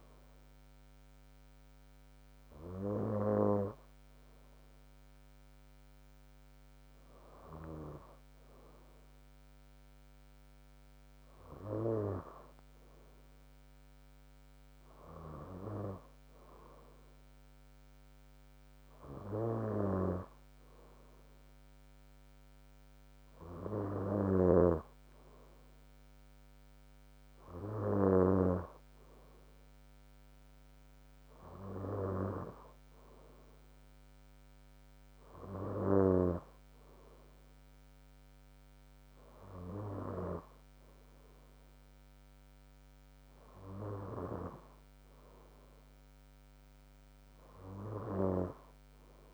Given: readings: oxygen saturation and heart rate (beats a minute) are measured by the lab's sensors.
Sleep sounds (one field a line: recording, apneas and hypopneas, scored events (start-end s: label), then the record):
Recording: breathing in sleep by a microphone on the trachea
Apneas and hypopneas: none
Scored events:
0.00-9.00 s: bradycardia (device-marked, heart rate 57 extreme)
From the record:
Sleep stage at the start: N2 (light sleep)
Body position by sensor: on the front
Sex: female